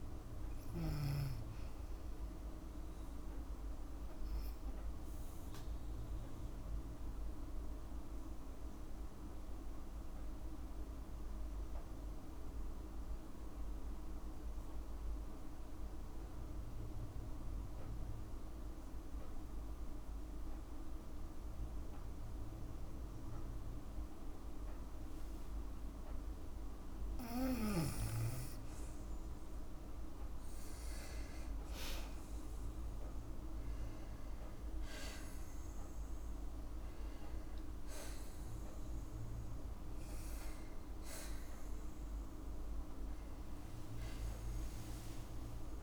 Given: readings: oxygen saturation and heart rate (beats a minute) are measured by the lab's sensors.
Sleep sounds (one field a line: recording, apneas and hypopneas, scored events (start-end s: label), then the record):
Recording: breathing in sleep, hard to hear, by a room microphone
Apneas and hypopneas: 1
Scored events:
2.50-25.50 s: obstructive apnea (oxygen 98% before, 90% lowest, heart rate 67 before, 52 extreme, up 5 after)
13.50-28.50 s: oxygen desaturation (device-marked, oxygen 97% before, 90% lowest, heart rate 59 before, 54 extreme)
31.00-35.00 s: arousal
From the record:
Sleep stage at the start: N2 (light sleep)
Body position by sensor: on the back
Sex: female